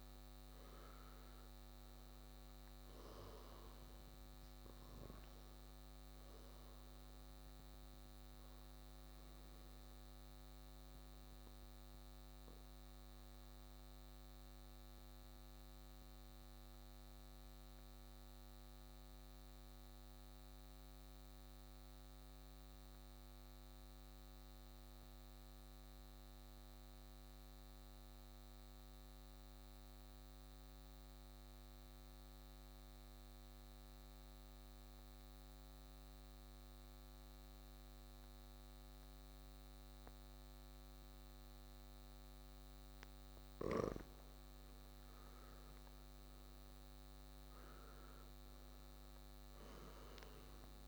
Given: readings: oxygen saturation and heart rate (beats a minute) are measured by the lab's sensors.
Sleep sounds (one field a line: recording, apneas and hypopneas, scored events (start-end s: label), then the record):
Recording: breathing in sleep, hard to hear, by a microphone on the trachea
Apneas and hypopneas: 1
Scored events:
0.00-23.00 s: oxygen desaturation (device-marked, oxygen 91% lowest, heart rate 58 extreme)
15.00-42.00 s: obstructive apnea (oxygen 99% before, 90% lowest, heart rate 63 before, 58 extreme, up 9 after)
34.00-50.88 s: oxygen desaturation (device-marked, oxygen 99% before, 90% lowest, heart rate 59 before, 57 extreme)
44.00-47.50 s: arousal
From the record:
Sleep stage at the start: N2 (light sleep)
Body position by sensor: on the right side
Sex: male